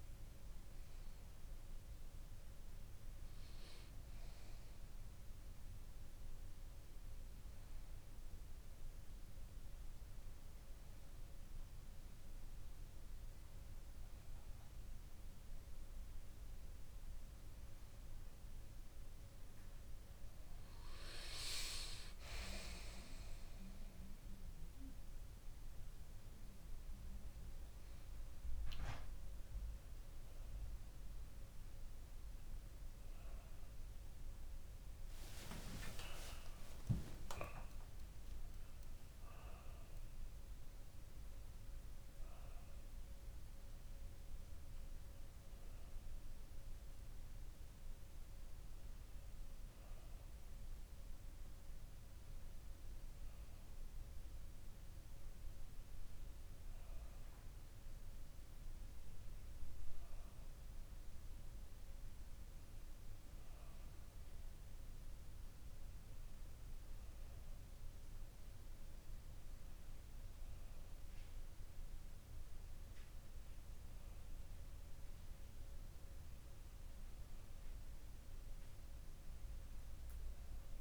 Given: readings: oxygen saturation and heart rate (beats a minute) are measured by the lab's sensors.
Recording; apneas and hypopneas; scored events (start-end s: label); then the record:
breathing in sleep by a room microphone; none
0.50-60.50 s: new sleep stage, N1 (lightest sleep)
33.00-36.50 s: arousal
37.00-39.00 s: long interval between heartbeats (device-marked, heart rate 64 before, 78 extreme)
60.50-80.81 s: new sleep stage, N2 (light sleep)
From the record:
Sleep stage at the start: N2 (light sleep); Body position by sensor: on the back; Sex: male